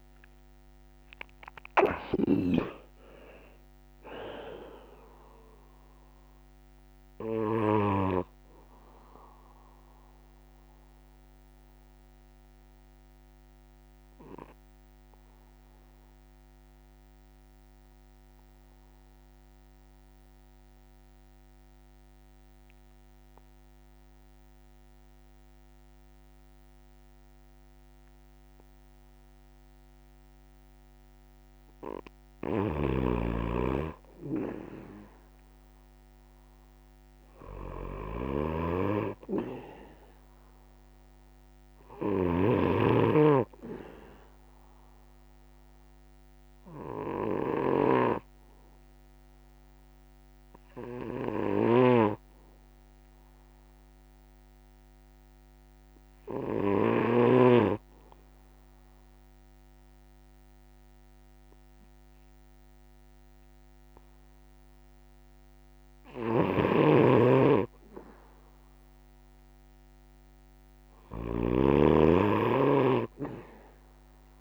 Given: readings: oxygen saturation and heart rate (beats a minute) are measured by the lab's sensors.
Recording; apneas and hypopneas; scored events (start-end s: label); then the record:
breathing in sleep by a microphone on the trachea; 2
0.00-2.00 s: snoring (device-marked)
0.00-28.50 s: oxygen desaturation (device-marked, oxygen 79% lowest)
11.00-30.50 s: obstructive apnea (oxygen 91% before, 79% lowest)
32.00-57.00 s: snoring (device-marked)
37.50-57.50 s: oxygen desaturation (device-marked, oxygen 100% before, 89% lowest)
46.50-64.00 s: hypopnea (oxygen 100% before, 83% lowest)
66.00-74.41 s: snoring (device-marked)
69.50-74.41 s: oxygen desaturation (device-marked, oxygen 95% before, 86% lowest)
From the record:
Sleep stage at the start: N1 (lightest sleep); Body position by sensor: on the back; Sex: male